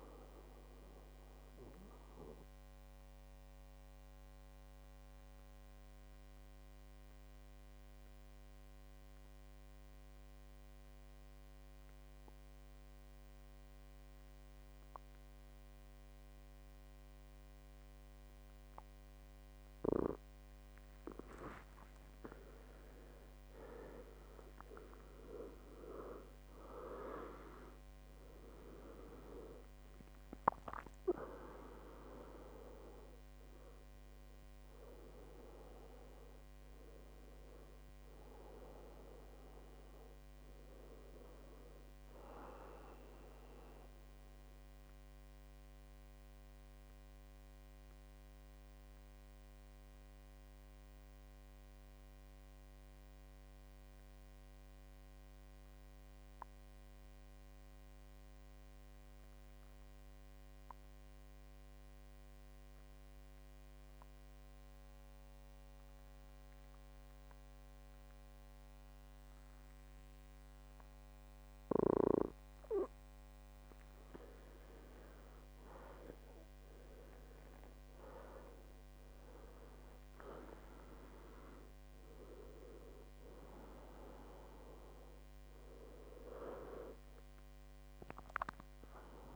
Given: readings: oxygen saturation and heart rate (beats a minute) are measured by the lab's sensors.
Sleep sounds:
breathing in sleep by a microphone on the trachea; 2
0.00-11.00 s: oxygen desaturation (device-marked, oxygen 92% lowest, heart rate 63 extreme)
0.50-22.00 s: mixed apnea (oxygen 98% before, 92% lowest, heart rate 72 before, 63 extreme, up 14 after)
23.50-28.00 s: arousal
26.00-28.00 s: long interval between heartbeats (device-marked, heart rate 65 before, 74 extreme)
29.00-44.00 s: oxygen desaturation (device-marked, oxygen 98% before, 94% lowest, heart rate 66 before, 58 extreme)
43.00-73.50 s: mixed apnea (oxygen 98% before, 91% lowest, heart rate 72 before, 58 extreme, up 22 after)
74.00-89.36 s: oxygen desaturation (device-marked, oxygen 98% before, 91% lowest, heart rate 60 before, 59 extreme)
74.50-78.00 s: arousal
From the record:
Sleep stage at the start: N2 (light sleep); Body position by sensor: on the back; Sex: male

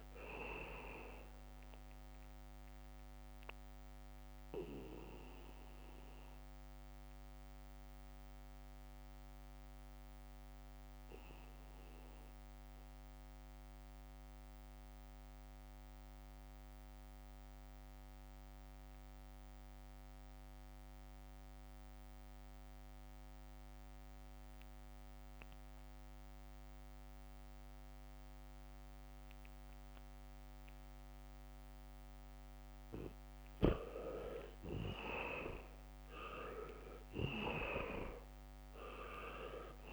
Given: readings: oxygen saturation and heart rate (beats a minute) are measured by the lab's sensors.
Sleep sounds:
breathing in sleep by a microphone on the trachea; 1
0.00-19.00 s: oxygen desaturation (device-marked, oxygen 78% lowest, heart rate 65 extreme)
5.00-33.50 s: mixed apnea (oxygen 99% before, 78% lowest, heart rate 69 before, 67 extreme, up 3 after)
28.50-31.00 s: leg movement (device-marked)
31.00-39.93 s: oxygen desaturation (device-marked, oxygen 99% before, 79% lowest, heart rate 72 before, 65 extreme)
37.50-39.93 s: arousal
From the record:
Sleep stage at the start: N2 (light sleep); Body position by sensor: on the back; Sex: male

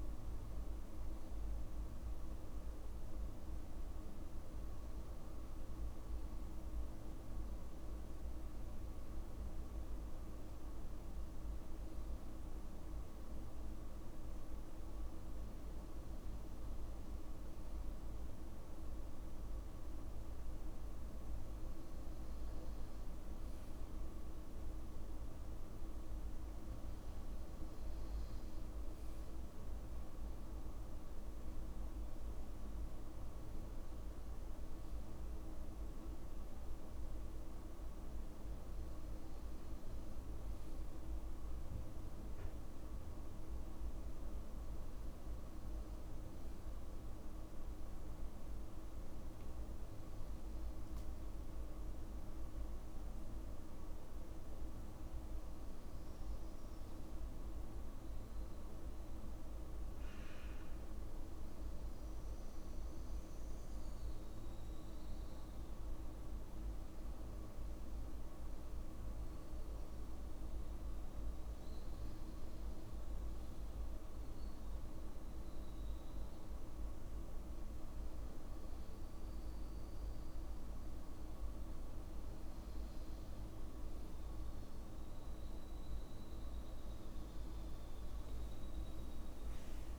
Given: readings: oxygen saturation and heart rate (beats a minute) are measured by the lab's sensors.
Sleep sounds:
breathing in sleep, hard to hear, by a room microphone; none
21.00-26.00 s: arousal
23.00-25.00 s: long interval between heartbeats (device-marked, heart rate 57 before, 67 extreme)
28.50-30.50 s: long interval between heartbeats (device-marked, heart rate 60 before, 64 extreme)
83.50-85.50 s: long interval between heartbeats (device-marked, heart rate 56 before, 68 extreme)
88.50-89.99 s: long interval between heartbeats (device-marked, heart rate 59 before, 78 extreme)
From the record:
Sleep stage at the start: N2 (light sleep); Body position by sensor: on the back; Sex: male

